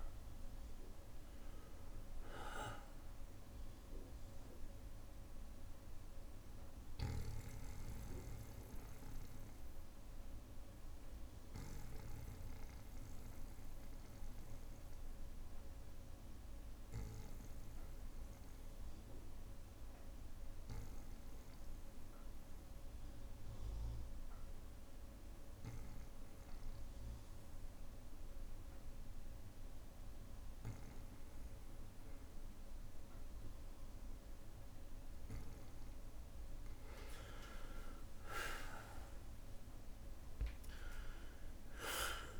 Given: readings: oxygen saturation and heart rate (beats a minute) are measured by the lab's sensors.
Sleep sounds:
breathing in sleep by a room microphone; 1
0.00-19.00 s: oxygen desaturation (device-marked, oxygen 93% lowest, heart rate 58 extreme)
6.00-19.00 s: bradycardia (device-marked, heart rate 65 before, 58 extreme)
8.00-34.00 s: obstructive apnea (oxygen 99% before, 92% lowest, heart rate 62 before, 58 extreme, up 4 after)
34.00-42.40 s: oxygen desaturation (device-marked, oxygen 99% before, 92% lowest, heart rate 60 before, 58 extreme)
38.00-42.40 s: arousal
From the record:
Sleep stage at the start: N2 (light sleep); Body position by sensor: on the back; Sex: male

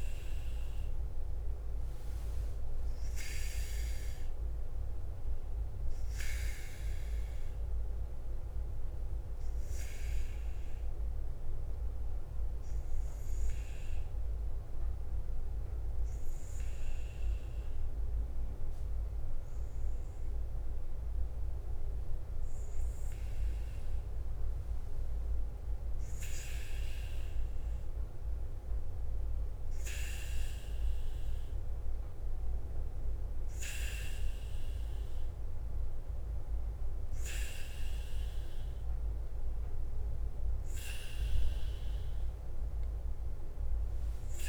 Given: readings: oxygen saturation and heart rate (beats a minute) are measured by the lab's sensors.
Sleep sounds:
breathing in sleep by a room microphone; 1
0.00-44.49 s: bradycardia (device-marked, heart rate 44 extreme)
9.00-23.50 s: obstructive apnea (oxygen 99% before, 95% lowest, heart rate 53 before, 47 extreme, up 6 after)
28.00-31.50 s: arousal
From the record:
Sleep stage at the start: N2 (light sleep); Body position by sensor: on the back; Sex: male

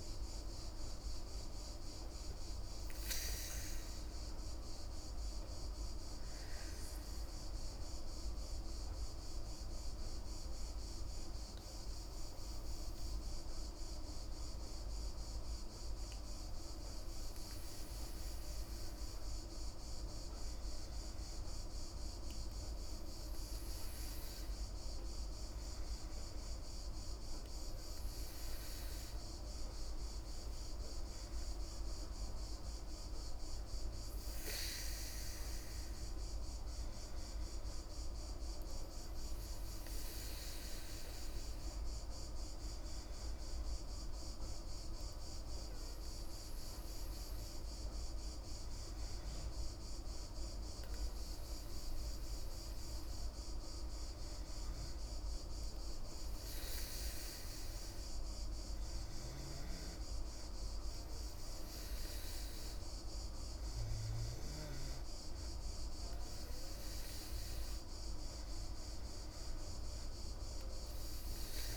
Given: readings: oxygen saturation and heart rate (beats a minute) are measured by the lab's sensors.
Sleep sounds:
breathing in sleep, hard to hear, by a room microphone; 2
0.00-4.00 s: arousal
12.00-27.50 s: hypopnea (oxygen 95% before, 94% lowest)
33.00-36.50 s: arousal
39.50-53.50 s: hypopnea (oxygen 97% before, 95% lowest)
66.00-71.00 s: arousal
From the record:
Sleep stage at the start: N2 (light sleep); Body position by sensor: on the back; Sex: female

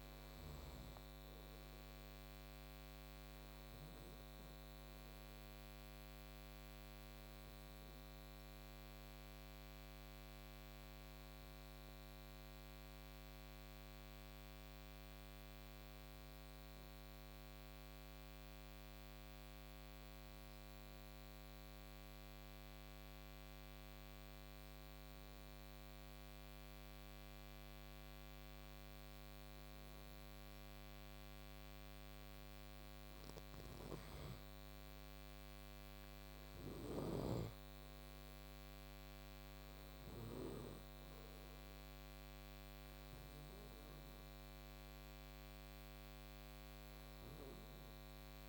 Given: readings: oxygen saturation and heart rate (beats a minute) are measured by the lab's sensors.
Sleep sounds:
breathing in sleep, hard to hear, by a microphone on the trachea; 1
0.00-23.50 s: oxygen desaturation (device-marked, oxygen 90% lowest, heart rate 55 extreme)
8.50-31.50 s: obstructive apnea (oxygen 96% before, 90% lowest, heart rate 66 before, 55 extreme, up 8 after)
33.00-40.00 s: snoring (device-marked)
34.50-39.00 s: arousal
35.50-48.49 s: oxygen desaturation (device-marked, oxygen 98% before, 91% lowest, heart rate 60 before, 55 extreme)
From the record:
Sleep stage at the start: N2 (light sleep); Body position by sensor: on the right side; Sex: male

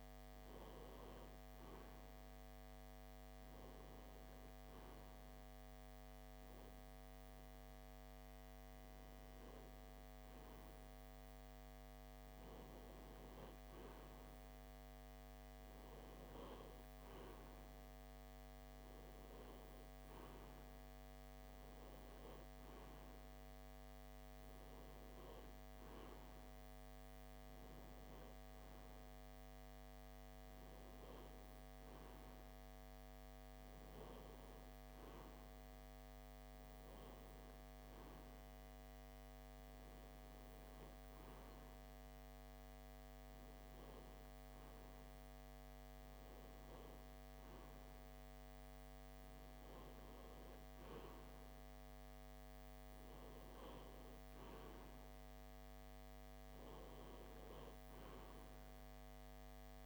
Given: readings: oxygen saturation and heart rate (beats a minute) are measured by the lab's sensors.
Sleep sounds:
breathing in sleep, hard to hear, by a microphone on the trachea; none
none scored
From the record:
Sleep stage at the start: N3 (deep sleep); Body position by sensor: on the left side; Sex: male

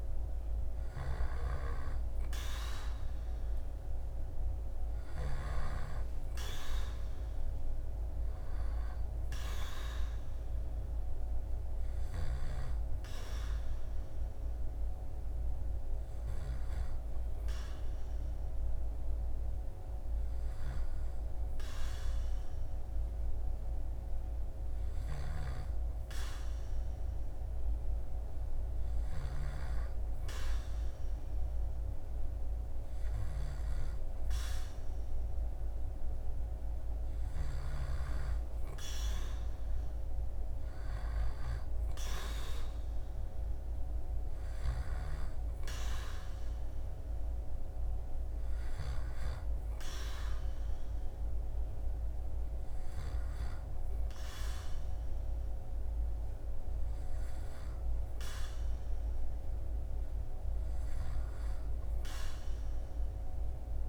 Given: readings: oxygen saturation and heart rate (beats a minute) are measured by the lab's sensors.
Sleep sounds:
breathing in sleep by a room microphone; none
24.50-29.00 s: snoring (device-marked)
From the record:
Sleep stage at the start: N2 (light sleep); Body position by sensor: on the back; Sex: male

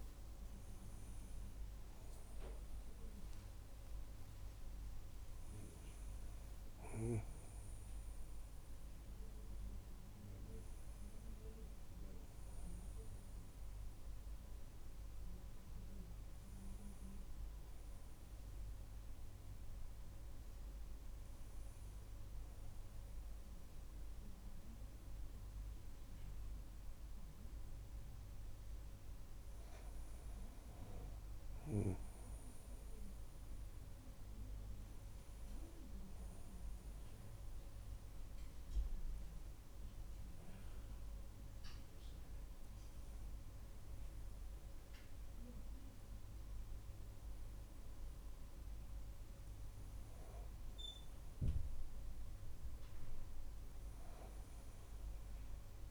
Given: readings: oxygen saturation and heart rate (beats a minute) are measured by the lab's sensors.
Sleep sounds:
breathing in sleep, hard to hear, by a room microphone; 1
36.00-50.00 s: hypopnea (oxygen 98% before, 96% lowest, heart rate 52 before, 49 extreme, up 9 after)
53.50-55.91 s: arousal
From the record:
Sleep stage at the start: N1 (lightest sleep); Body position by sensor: on the back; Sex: male

